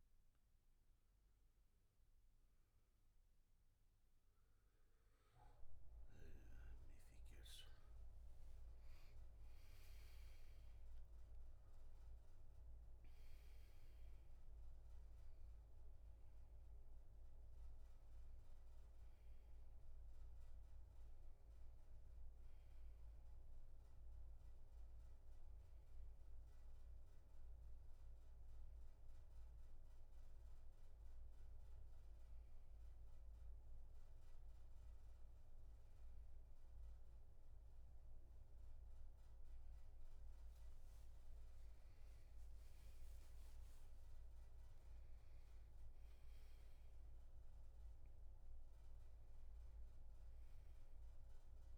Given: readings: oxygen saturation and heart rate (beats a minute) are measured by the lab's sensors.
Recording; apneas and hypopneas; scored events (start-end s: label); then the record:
breathing in sleep, hard to hear, by a room microphone; none
2.50-23.50 s: oxygen desaturation (device-marked, oxygen 95% before, 86% lowest, heart rate 70 before, 72 extreme)
8.50-12.00 s: arousal
From the record:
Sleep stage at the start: N1 (lightest sleep); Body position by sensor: on the back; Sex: male